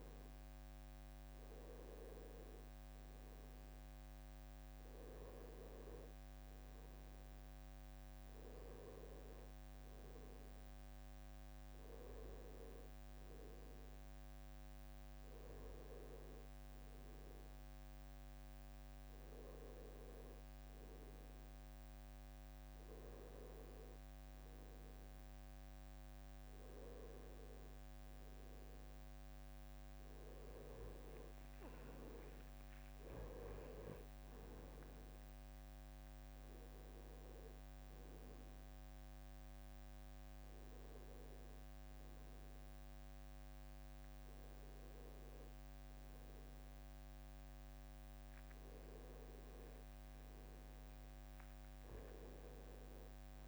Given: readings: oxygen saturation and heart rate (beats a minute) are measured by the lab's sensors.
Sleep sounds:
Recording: a person partly awake in a sleep study, by a microphone on the trachea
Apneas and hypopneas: none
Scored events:
0.00-1.00 s: arousal
30.50-45.50 s: drop in pulse transit time (device-marked, heart rate 72 before, 73 extreme)
33.50-53.47 s: new sleep stage, awake
From the record:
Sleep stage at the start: N2 (light sleep)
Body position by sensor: on the right side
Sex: male

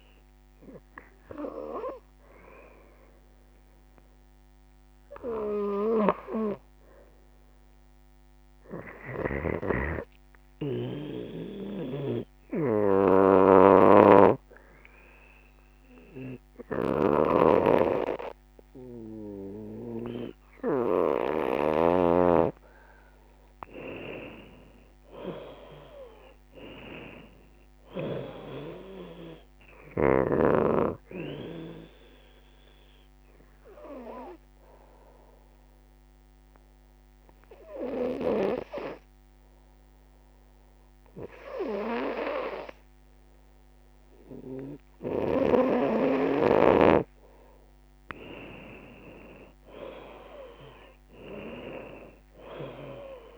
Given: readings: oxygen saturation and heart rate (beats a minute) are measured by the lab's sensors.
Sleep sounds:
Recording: breathing in sleep by a microphone on the trachea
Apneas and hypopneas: 2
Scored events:
0.00-11.00 s: oxygen desaturation (device-marked, oxygen 86% lowest, heart rate 63 extreme)
11.50-22.00 s: obstructive apnea (oxygen 95% before, 85% lowest, heart rate 70 before, 63 extreme, up 13 after)
21.00-43.00 s: oxygen desaturation (device-marked, oxygen 96% before, 85% lowest, heart rate 70 before, 63 extreme)
23.50-28.50 s: arousal
33.00-45.50 s: obstructive apnea (oxygen 96% before, 85% lowest, heart rate 75 before, 64 extreme, up 24 after)
47.00-50.50 s: arousal
48.00-53.38 s: drop in pulse transit time (device-marked, heart rate 72 before, 77 extreme)
51.00-53.38 s: oxygen desaturation (device-marked, oxygen 94% before, 85% lowest, heart rate 71 before, 64 extreme)
From the record:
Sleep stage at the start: N2 (light sleep)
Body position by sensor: on the right side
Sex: female

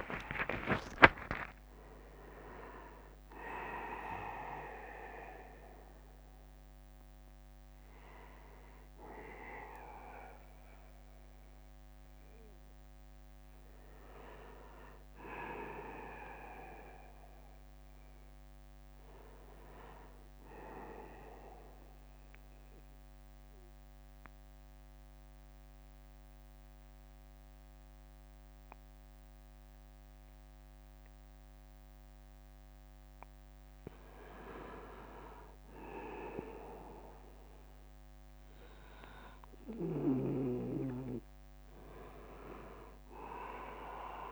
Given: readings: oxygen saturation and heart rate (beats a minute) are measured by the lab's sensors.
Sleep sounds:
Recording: a person partly awake in a sleep study, by a microphone on the trachea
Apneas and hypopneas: 1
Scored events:
0.00-7.00 s: oxygen desaturation (device-marked, oxygen 88% lowest, heart rate 49 extreme)
4.00-6.00 s: long interval between heartbeats (device-marked, heart rate 69 before, 67 extreme)
9.00-44.32 s: new sleep stage, N2 (light sleep)
9.50-11.50 s: long interval between heartbeats (device-marked, heart rate 68 before, 69 extreme)
19.00-21.00 s: long interval between heartbeats (device-marked, heart rate 67 before, 68 extreme)
22.00-32.50 s: obstructive apnea (oxygen 100% before, 92% lowest, heart rate 70 before, 52 extreme, up 9 after)
24.50-26.50 s: long interval between heartbeats (device-marked, heart rate 71 before, 72 extreme)
29.50-31.50 s: long interval between heartbeats (device-marked, heart rate 70 before, 60 extreme)
34.00-36.00 s: long interval between heartbeats (device-marked, heart rate 69 before, 59 extreme)
34.50-38.50 s: arousal
36.00-42.00 s: bradycardia (device-marked, heart rate 74 before, 52 extreme)
37.00-39.00 s: long interval between heartbeats (device-marked, heart rate 68 before, 69 extreme)
43.00-44.32 s: oxygen desaturation (device-marked, oxygen 99% before, 94% lowest, heart rate 65 before, 48 extreme)
From the record:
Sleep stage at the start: awake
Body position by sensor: on the back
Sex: male

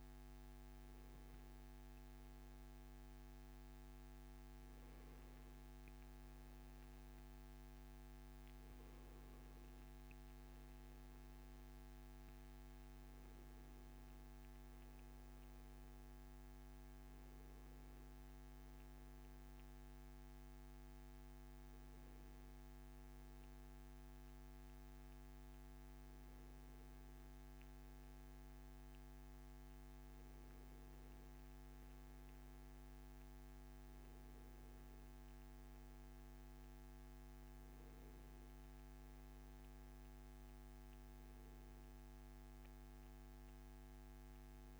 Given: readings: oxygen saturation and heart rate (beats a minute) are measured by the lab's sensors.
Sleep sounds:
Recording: breathing in sleep, hard to hear, by a microphone on the trachea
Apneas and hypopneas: none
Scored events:
none scored
From the record:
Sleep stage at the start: N1 (lightest sleep)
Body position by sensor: on the back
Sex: male

